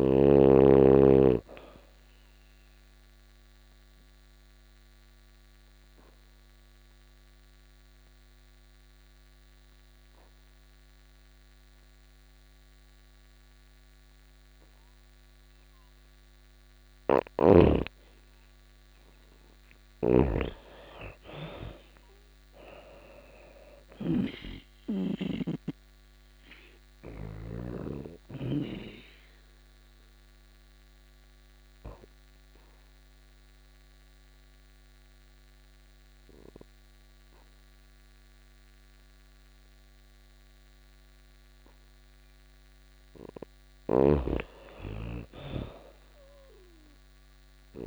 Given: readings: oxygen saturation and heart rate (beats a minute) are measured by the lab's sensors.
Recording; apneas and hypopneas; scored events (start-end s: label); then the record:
breathing in sleep by a microphone on the trachea; 2
0.00-14.00 s: oxygen desaturation (device-marked, oxygen 92% lowest, heart rate 85 extreme)
2.00-17.00 s: obstructive apnea (oxygen 99% before, 87% lowest, heart rate 85 before, 86 extreme, up 5 after)
18.50-23.00 s: arousal
19.00-26.50 s: snoring (device-marked)
19.00-41.00 s: oxygen desaturation (device-marked, oxygen 96% before, 87% lowest, heart rate 86 before, 85 extreme)
29.50-42.00 s: obstructive apnea (oxygen 96% before, 87% lowest, heart rate 89 before, 85 extreme, up 0 after)
43.00-47.50 s: snoring (device-marked)
43.50-46.00 s: arousal
From the record:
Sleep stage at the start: N2 (light sleep); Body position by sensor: on the back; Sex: female